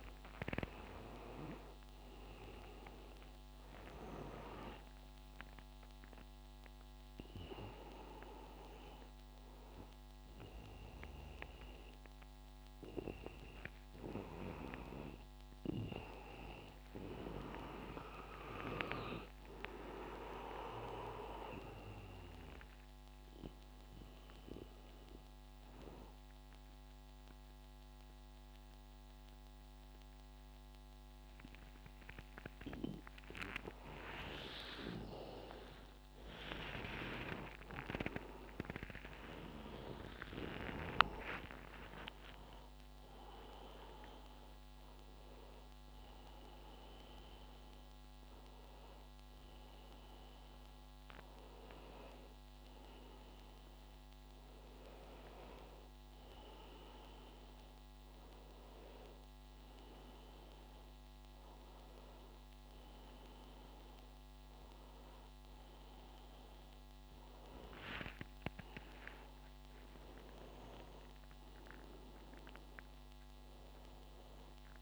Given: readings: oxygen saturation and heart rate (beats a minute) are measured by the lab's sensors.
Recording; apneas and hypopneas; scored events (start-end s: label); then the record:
a person partly awake in a sleep study, by a microphone on the trachea; none
43.50-73.50 s: new sleep stage, awake
73.50-74.82 s: new sleep stage, N1 (lightest sleep)
From the record:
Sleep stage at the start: N1 (lightest sleep); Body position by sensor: on the back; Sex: male